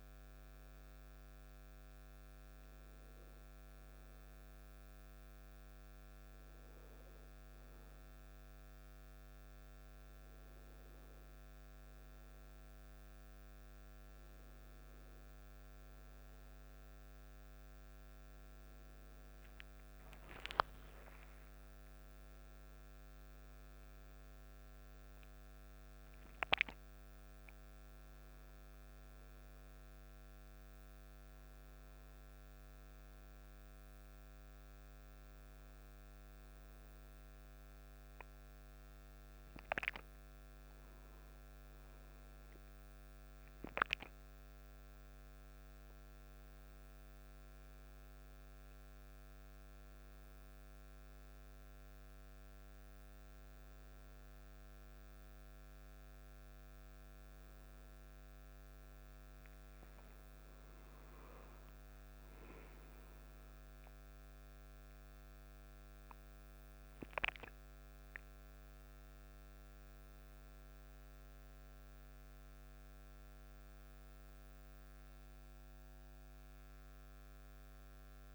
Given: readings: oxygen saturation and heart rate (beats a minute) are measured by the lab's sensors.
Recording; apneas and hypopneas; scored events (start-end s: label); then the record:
a person awake in a sleep study, hard to hear, by a microphone on the trachea; none
25.50-78.35 s: new sleep stage, awake
From the record:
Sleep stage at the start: N1 (lightest sleep); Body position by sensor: on the back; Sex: male